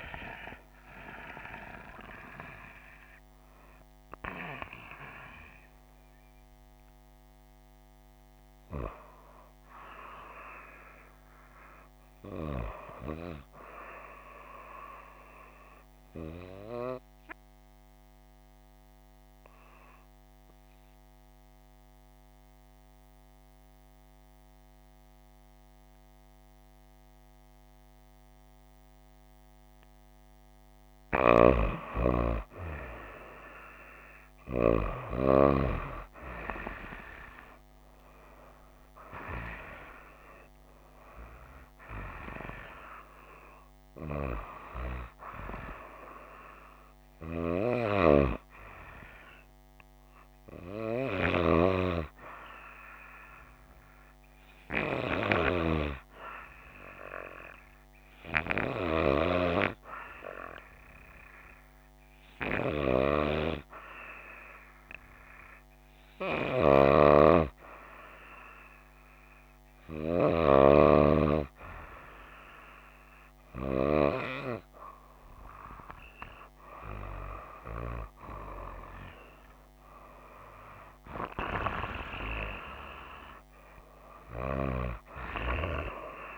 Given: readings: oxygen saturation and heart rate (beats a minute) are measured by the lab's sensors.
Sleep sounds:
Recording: breathing in sleep by a microphone on the trachea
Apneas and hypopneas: 2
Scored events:
3.50-6.50 s: arousal
18.50-31.00 s: obstructive apnea (oxygen 97% before, 93% lowest, heart rate 65 before, 55 extreme, up 3 after)
34.00-38.00 s: arousal
34.00-56.00 s: oxygen desaturation (device-marked, oxygen 97% before, 93% lowest, heart rate 60 before, 56 extreme)
52.00-69.00 s: hypopnea (oxygen 97% before, 94% lowest, heart rate 61 before, 56 extreme, up 4 after)
70.50-73.50 s: arousal
From the record:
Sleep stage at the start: N2 (light sleep)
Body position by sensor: on the right side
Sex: female

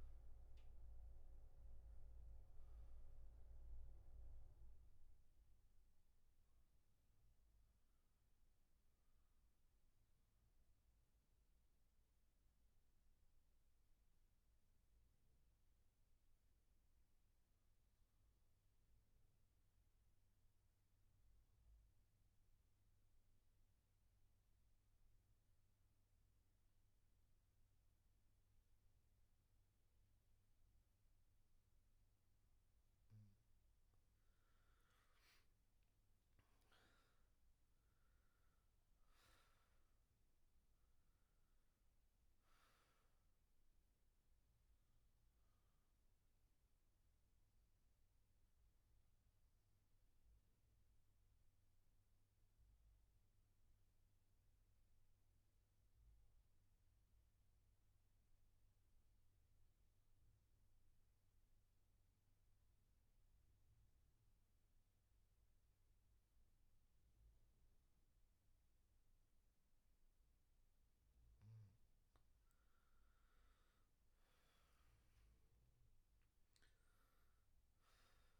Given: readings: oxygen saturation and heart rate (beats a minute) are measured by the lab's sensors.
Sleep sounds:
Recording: breathing in sleep, hard to hear, by a room microphone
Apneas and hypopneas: 2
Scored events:
0.00-9.00 s: oxygen desaturation (device-marked, oxygen 80% lowest, heart rate 64 extreme)
10.50-33.00 s: mixed apnea (oxygen 98% before, 80% lowest, heart rate 75 before, 62 extreme, up 13 after)
30.00-56.00 s: oxygen desaturation (device-marked, oxygen 97% before, 81% lowest, heart rate 67 before, 62 extreme)
35.00-39.50 s: arousal
46.00-70.50 s: obstructive apnea (oxygen 98% before, 80% lowest, heart rate 71 before, 62 extreme, up 14 after)
70.00-78.40 s: oxygen desaturation (device-marked, oxygen 98% before, 80% lowest, heart rate 65 before, 62 extreme)
72.50-76.00 s: arousal
From the record:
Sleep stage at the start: N2 (light sleep)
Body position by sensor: on the back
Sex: male

